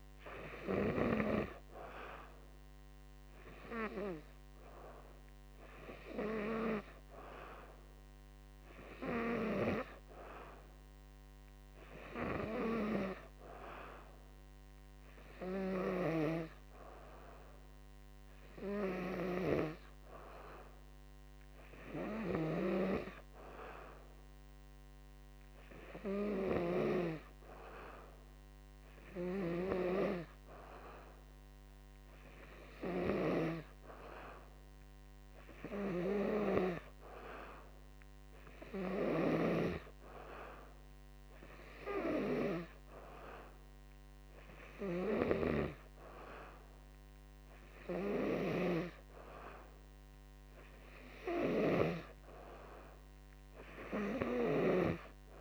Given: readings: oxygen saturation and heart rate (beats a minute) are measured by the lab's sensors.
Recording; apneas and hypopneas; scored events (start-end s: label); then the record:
breathing in sleep by a microphone on the trachea; none
4.00-14.00 s: oxygen desaturation (device-marked, oxygen 95% before, 91% lowest, heart rate 57 before, 55 extreme)
From the record:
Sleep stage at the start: N2 (light sleep); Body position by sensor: on the back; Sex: male